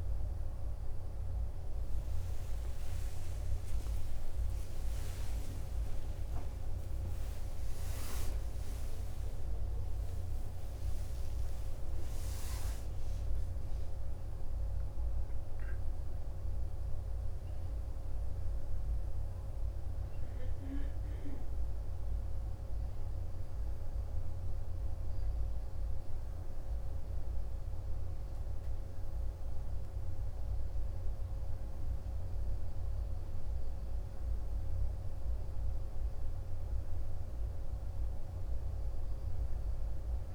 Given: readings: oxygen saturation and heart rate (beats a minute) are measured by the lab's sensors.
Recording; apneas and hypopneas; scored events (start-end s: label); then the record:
breathing in sleep, hard to hear, by a room microphone; none
3.00-8.00 s: arousal
From the record:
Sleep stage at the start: N2 (light sleep); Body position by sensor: on the back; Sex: male